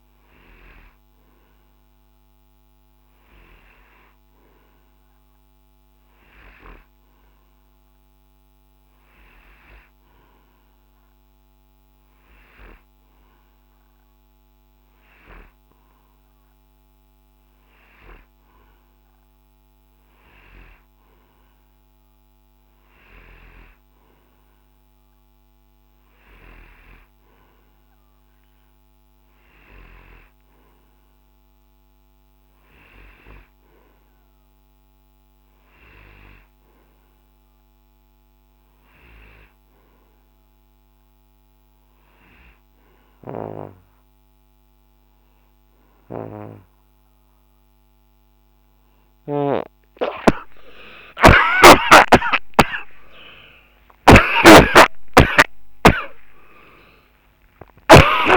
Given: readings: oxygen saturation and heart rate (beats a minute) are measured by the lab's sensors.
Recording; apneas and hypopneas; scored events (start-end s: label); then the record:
breathing in sleep by a microphone on the trachea; none
43.00-49.50 s: snoring (device-marked)
44.00-58.37 s: new sleep stage, awake
51.50-53.50 s: long interval between heartbeats (device-marked, heart rate 71 before, 83 extreme)
54.00-56.00 s: long interval between heartbeats (device-marked, heart rate 74 before, 105 extreme)
54.00-58.00 s: snoring (device-marked)
From the record:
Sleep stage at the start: N2 (light sleep); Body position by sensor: on the right side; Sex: male